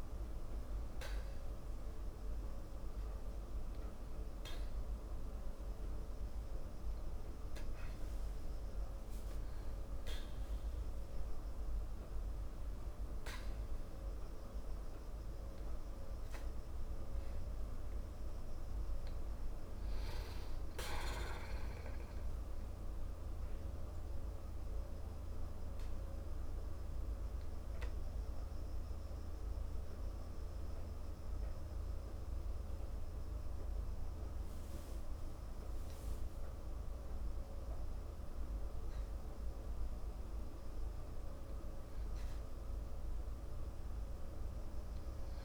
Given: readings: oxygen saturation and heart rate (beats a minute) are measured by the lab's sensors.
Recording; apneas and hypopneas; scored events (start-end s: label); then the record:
breathing in sleep, hard to hear, by a room microphone; 1
15.00-18.50 s: arousal
21.50-35.50 s: obstructive apnea (oxygen 94% before, 91% lowest, heart rate 70 before, 55 extreme, up 9 after)
39.50-44.00 s: arousal
From the record:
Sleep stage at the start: N2 (light sleep); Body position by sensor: on the back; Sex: male